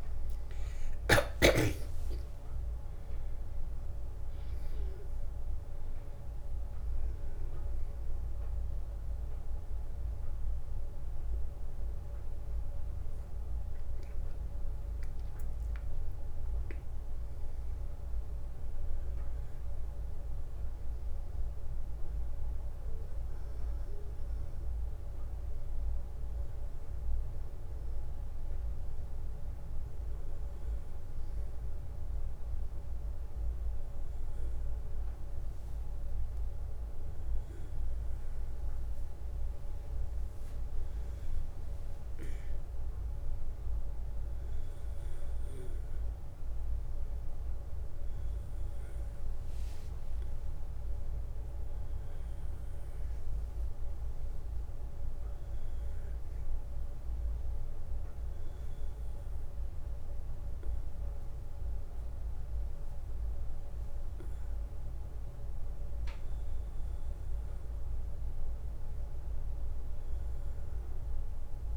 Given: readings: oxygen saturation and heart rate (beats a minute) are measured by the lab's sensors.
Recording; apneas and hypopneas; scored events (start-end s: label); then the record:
breathing in sleep, hard to hear, by a room microphone; none
0.00-1.00 s: arousal
0.50-11.50 s: oxygen desaturation (device-marked, oxygen 95% before, 91% lowest, heart rate 64 before, 64 extreme)
47.50-52.00 s: arousal
From the record:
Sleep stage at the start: N1 (lightest sleep); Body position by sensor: on the back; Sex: male